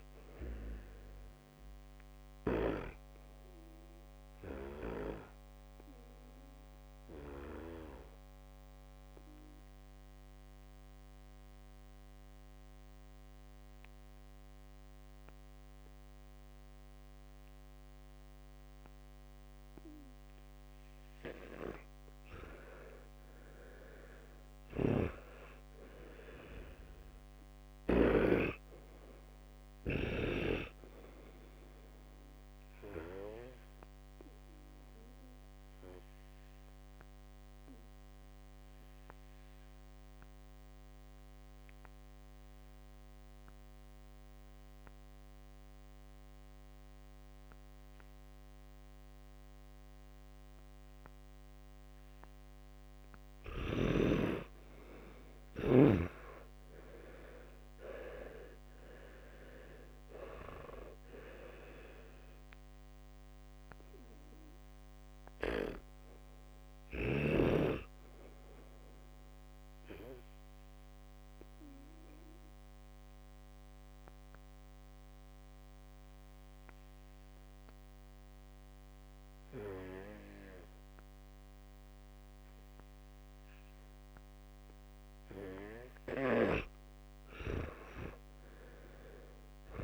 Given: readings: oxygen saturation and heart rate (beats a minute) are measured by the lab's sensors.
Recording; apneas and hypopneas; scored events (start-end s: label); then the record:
breathing in sleep by a microphone on the trachea; 3
1.50-11.50 s: oxygen desaturation (device-marked, oxygen 99% before, 95% lowest, heart rate 65 before, 60 extreme)
2.50-21.50 s: obstructive apnea (oxygen 99% before, 90% lowest, heart rate 66 before, 60 extreme, up 13 after)
23.00-27.00 s: arousal
34.00-54.00 s: obstructive apnea (oxygen 100% before, 90% lowest, heart rate 66 before, 59 extreme, up 18 after)
44.50-51.50 s: oxygen desaturation (device-marked, oxygen 98% before, 94% lowest, heart rate 64 before, 59 extreme)
56.00-60.00 s: arousal
57.50-73.50 s: oxygen desaturation (device-marked, oxygen 100% before, 90% lowest, heart rate 61 before, 61 extreme)
64.50-85.50 s: obstructive apnea (oxygen 100% before, 90% lowest, heart rate 66 before, 59 extreme, up 11 after)
88.50-89.84 s: arousal
From the record:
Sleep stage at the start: N2 (light sleep); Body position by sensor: on the back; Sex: male